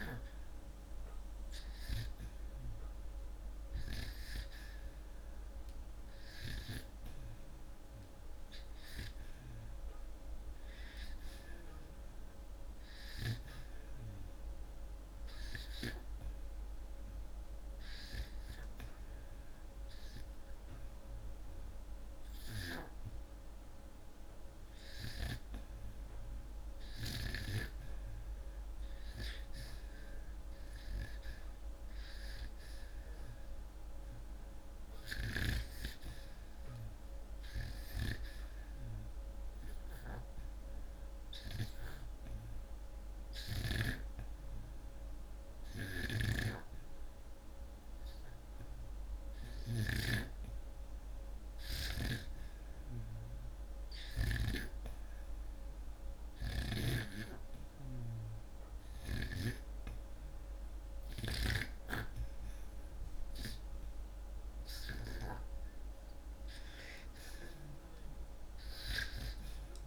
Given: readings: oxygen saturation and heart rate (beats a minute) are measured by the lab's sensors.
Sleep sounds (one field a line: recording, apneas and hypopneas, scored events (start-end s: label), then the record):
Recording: breathing in sleep by a room microphone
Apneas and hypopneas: 2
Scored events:
0.00-3.00 s: arousal
10.00-33.00 s: oxygen desaturation (device-marked, oxygen 99% before, 94% lowest, heart rate 82 before, 77 extreme)
14.50-26.00 s: obstructive apnea (oxygen 99% before, 92% lowest, heart rate 80 before, 77 extreme, up 5 after)
30.00-35.00 s: arousal
40.00-51.00 s: obstructive apnea (oxygen 97% before, 91% lowest, heart rate 82 before, 83 extreme, up 0 after)
53.50-57.00 s: arousal
From the record:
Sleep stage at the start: REM sleep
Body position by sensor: upright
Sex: male